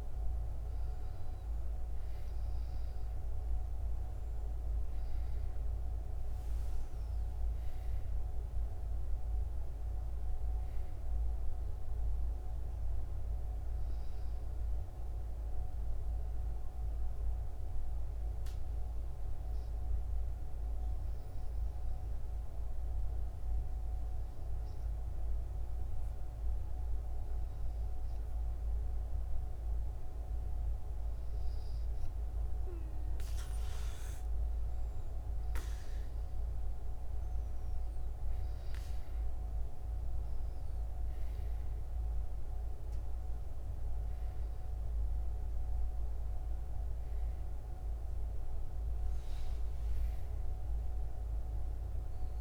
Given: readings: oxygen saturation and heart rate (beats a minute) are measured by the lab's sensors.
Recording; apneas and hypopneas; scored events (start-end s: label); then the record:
breathing in sleep, hard to hear, by a room microphone; 1
19.00-32.00 s: hypopnea (oxygen 97% before, 94% lowest, heart rate 75 before, 64 extreme, up 13 after)
34.00-37.00 s: arousal
48.00-52.41 s: arousal
From the record:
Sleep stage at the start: N2 (light sleep); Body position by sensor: on the back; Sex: female